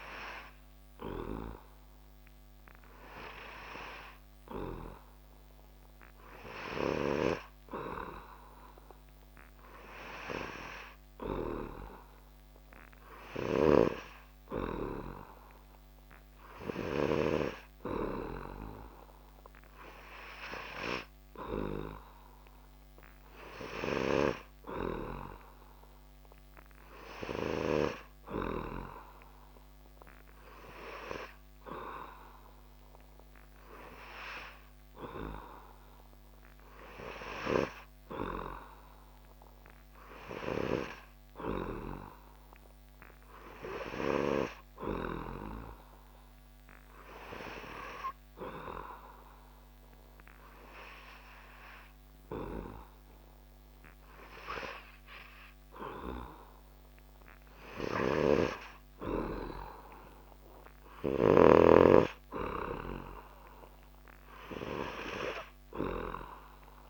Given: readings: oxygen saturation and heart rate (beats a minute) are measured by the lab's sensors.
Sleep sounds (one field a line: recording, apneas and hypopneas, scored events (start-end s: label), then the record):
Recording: breathing in sleep by a microphone on the trachea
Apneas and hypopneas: 1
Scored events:
48.00-59.00 s: obstructive apnea (oxygen 98% before, 96% lowest)
61.00-64.00 s: arousal
From the record:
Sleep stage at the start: N3 (deep sleep)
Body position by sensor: on the back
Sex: male